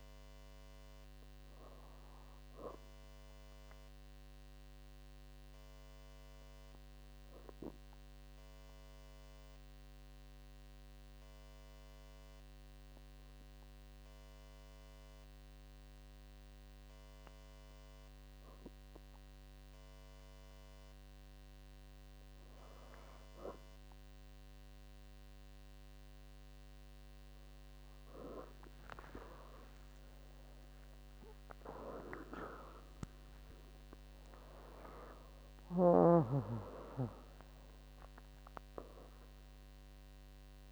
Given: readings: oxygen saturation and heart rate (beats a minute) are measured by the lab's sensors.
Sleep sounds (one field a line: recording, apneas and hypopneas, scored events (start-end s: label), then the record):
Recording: breathing in sleep by a microphone on the trachea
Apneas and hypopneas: 1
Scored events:
7.00-23.00 s: obstructive apnea (oxygen 99% before, 97% lowest, heart rate 65 before, 58 extreme, up 35 after)
30.00-34.50 s: arousal
From the record:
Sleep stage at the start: N2 (light sleep)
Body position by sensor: on the back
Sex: female